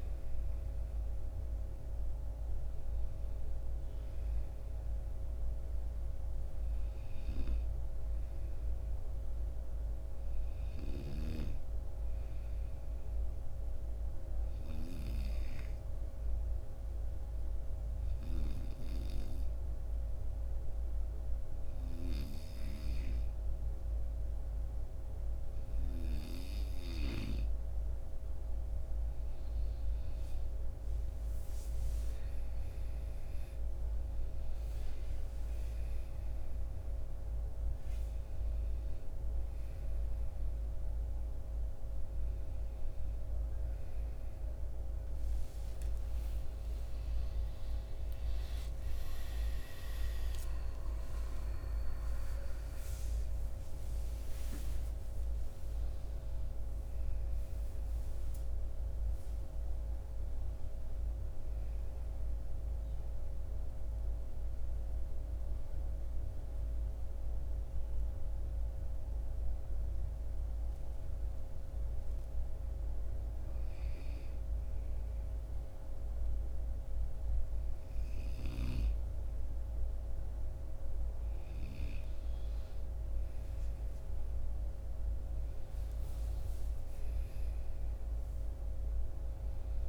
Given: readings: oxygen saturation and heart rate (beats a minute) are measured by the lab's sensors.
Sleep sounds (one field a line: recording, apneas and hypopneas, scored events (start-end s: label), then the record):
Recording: breathing in sleep, hard to hear, by a room microphone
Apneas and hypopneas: 2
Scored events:
0.00-16.50 s: oxygen desaturation (device-marked, oxygen 92% lowest, heart rate 47 extreme)
11.50-25.50 s: obstructive apnea (oxygen 97% before, 92% lowest, heart rate 61 before, 25 extreme, up 17 after)
29.00-33.00 s: arousal
36.50-56.50 s: oxygen desaturation (device-marked, oxygen 96% before, 92% lowest, heart rate 57 before, 25 extreme)
53.00-58.50 s: arousal
62.00-72.50 s: central apnea (oxygen 97% before, 92% lowest, heart rate 57 before, 58 extreme, up 0 after)
74.50-78.00 s: arousal
82.50-87.00 s: arousal
83.50-89.89 s: oxygen desaturation (device-marked, oxygen 98% before, 92% lowest, heart rate 59 before, 54 extreme)
From the record:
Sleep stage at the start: N2 (light sleep)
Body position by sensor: on the right side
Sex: male